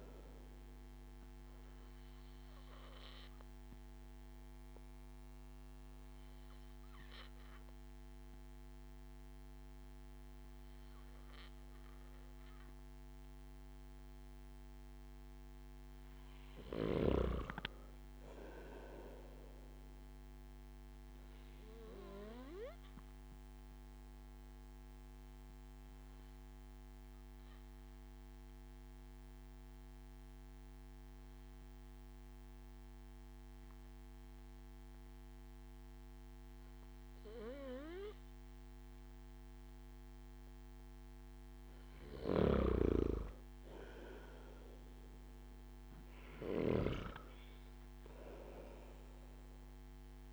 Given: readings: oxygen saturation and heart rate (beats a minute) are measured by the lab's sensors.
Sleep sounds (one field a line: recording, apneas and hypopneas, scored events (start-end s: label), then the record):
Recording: breathing in sleep by a microphone on the trachea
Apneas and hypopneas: 2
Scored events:
0.00-17.50 s: oxygen desaturation (device-marked, oxygen 93% lowest)
2.00-15.50 s: obstructive apnea (oxygen 97% before, 93% lowest)
18.00-21.00 s: arousal
23.00-39.00 s: obstructive apnea (oxygen 97% before, 93% lowest)
41.50-45.00 s: arousal
42.00-47.00 s: snoring (device-marked)
From the record:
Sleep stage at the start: N2 (light sleep)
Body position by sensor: on the back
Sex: male